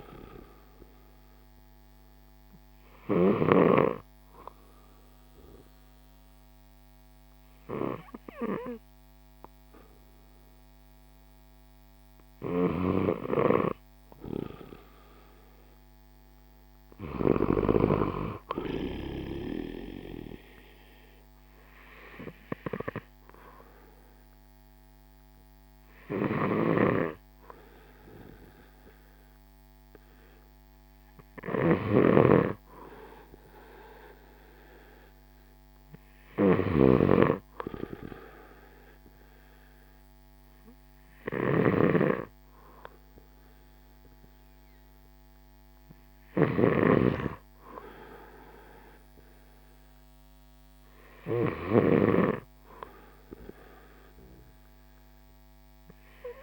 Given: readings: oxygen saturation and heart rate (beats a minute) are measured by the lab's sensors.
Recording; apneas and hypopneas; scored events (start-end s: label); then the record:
breathing in sleep by a microphone on the trachea; 1
0.00-2.00 s: oxygen desaturation (device-marked, oxygen 90% lowest, heart rate 58 extreme)
0.00-3.50 s: snoring (device-marked)
2.00-13.50 s: obstructive apnea (oxygen 95% before, 91% lowest, heart rate 61 before, 58 extreme, up 5 after)
10.00-22.00 s: oxygen desaturation (device-marked, oxygen 94% before, 91% lowest, heart rate 60 before, 58 extreme)
12.50-17.50 s: snoring (device-marked)
16.50-20.00 s: arousal
26.00-51.50 s: snoring (device-marked)
33.00-44.00 s: oxygen desaturation (device-marked, oxygen 95% before, 91% lowest, heart rate 61 before, 58 extreme)
From the record:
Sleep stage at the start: N2 (light sleep); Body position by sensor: on the left side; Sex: male